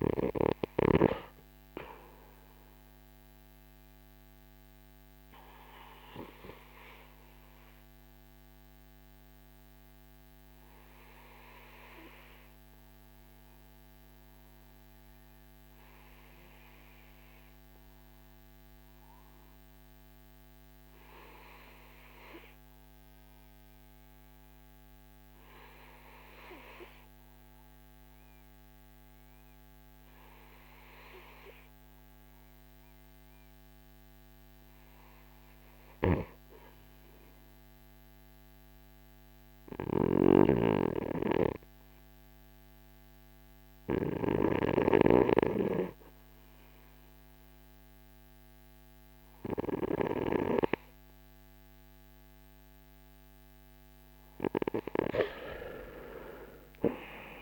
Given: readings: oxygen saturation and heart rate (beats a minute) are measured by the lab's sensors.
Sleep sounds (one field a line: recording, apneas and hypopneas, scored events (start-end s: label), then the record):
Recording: breathing in sleep by a microphone on the trachea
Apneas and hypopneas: 1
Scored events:
0.00-32.00 s: oxygen desaturation (device-marked, oxygen 78% lowest, heart rate 52 extreme)
8.00-31.50 s: obstructive apnea (oxygen 92% before, 75% lowest, heart rate 57 before, 52 extreme, up 6 after)
32.00-36.00 s: arousal
From the record:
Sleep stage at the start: REM sleep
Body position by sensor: on the back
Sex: male